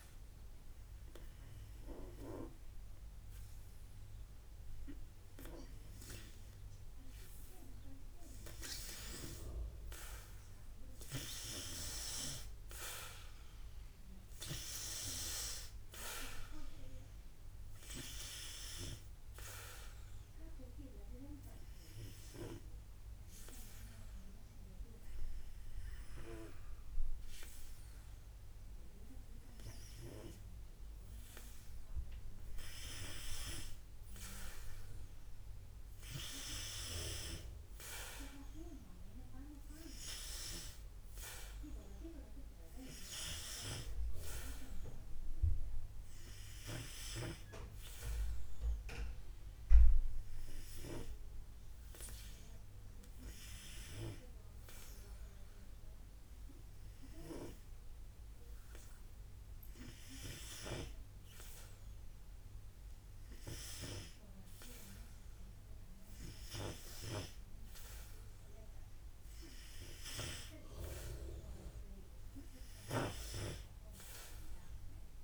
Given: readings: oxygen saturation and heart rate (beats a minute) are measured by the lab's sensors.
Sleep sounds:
breathing in sleep by a room microphone; none
4.50-29.50 s: oxygen desaturation (device-marked, oxygen 97% before, 90% lowest, heart rate 57 before, 53 extreme)
From the record:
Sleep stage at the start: N2 (light sleep); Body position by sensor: on the back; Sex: male

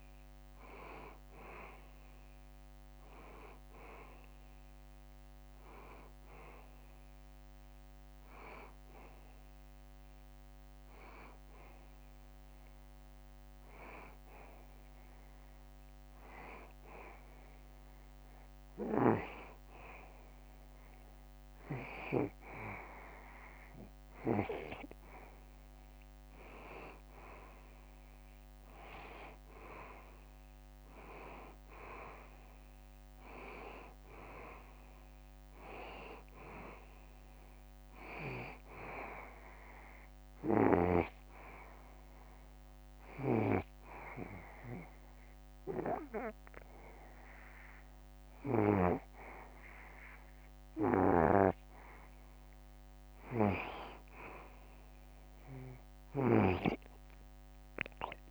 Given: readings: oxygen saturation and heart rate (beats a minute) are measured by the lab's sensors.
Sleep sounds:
breathing in sleep by a microphone on the trachea; 2
0.00-9.00 s: oxygen desaturation (device-marked, oxygen 90% lowest, heart rate 70 extreme)
8.50-24.50 s: hypopnea (oxygen 95% before, 90% lowest, heart rate 73 before, 70 extreme, up 3 after)
27.00-30.00 s: arousal
40.00-52.00 s: obstructive apnea (oxygen 95% before, 90% lowest, heart rate 73 before, 71 extreme, up 1 after)
51.00-56.50 s: snoring (device-marked)
54.00-58.31 s: arousal
From the record:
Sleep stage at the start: N2 (light sleep); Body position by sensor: on the back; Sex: male

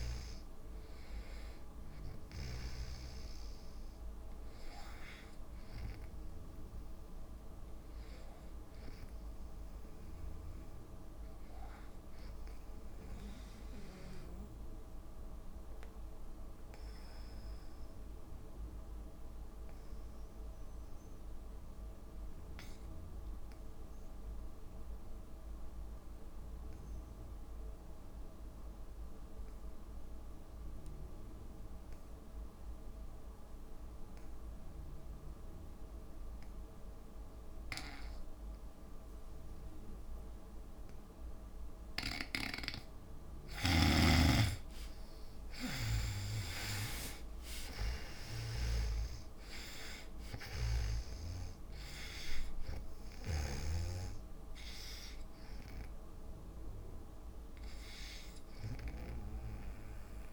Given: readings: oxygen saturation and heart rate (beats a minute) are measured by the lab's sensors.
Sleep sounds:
breathing in sleep by a room microphone; 1
0.00-2.50 s: drop in pulse transit time (device-marked, heart rate 67 extreme)
0.00-3.00 s: snoring (device-marked)
0.00-5.50 s: oxygen desaturation (device-marked, oxygen 83% lowest, heart rate 55 extreme)
7.00-11.50 s: arousal
19.00-43.00 s: obstructive apnea (oxygen 97% before, 69% lowest, heart rate 61 before, 55 extreme, up 25 after)
31.50-60.33 s: oxygen desaturation (device-marked, oxygen 98% before, 69% lowest, heart rate 61 before, 55 extreme)
44.50-48.50 s: arousal
47.00-49.00 s: long interval between heartbeats (device-marked, heart rate 67 before, 77 extreme)
From the record:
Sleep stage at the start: N2 (light sleep); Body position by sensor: on the back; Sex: female

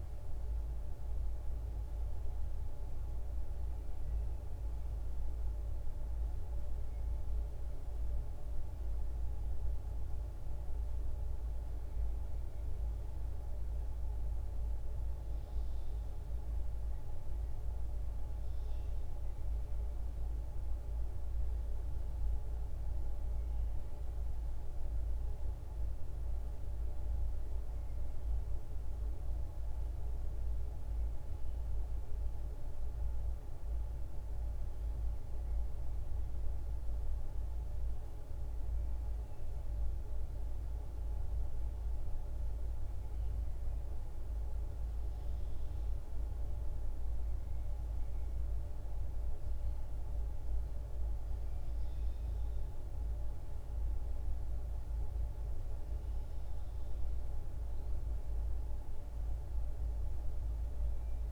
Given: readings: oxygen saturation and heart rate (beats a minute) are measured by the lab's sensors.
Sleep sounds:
breathing in sleep, hard to hear, by a room microphone; none
none scored
From the record:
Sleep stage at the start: N1 (lightest sleep); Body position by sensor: on the back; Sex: female

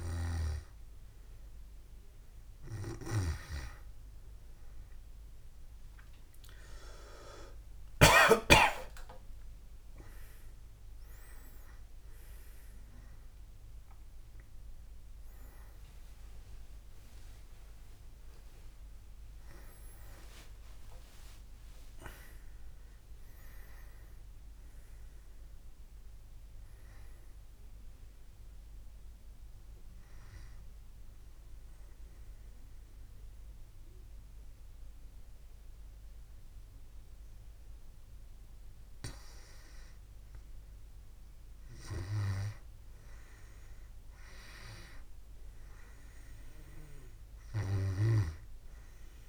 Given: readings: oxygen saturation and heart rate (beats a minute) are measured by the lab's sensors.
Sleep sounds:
breathing in sleep by a room microphone; none
17.00-22.00 s: arousal
From the record:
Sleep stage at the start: N2 (light sleep); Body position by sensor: on the back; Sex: male

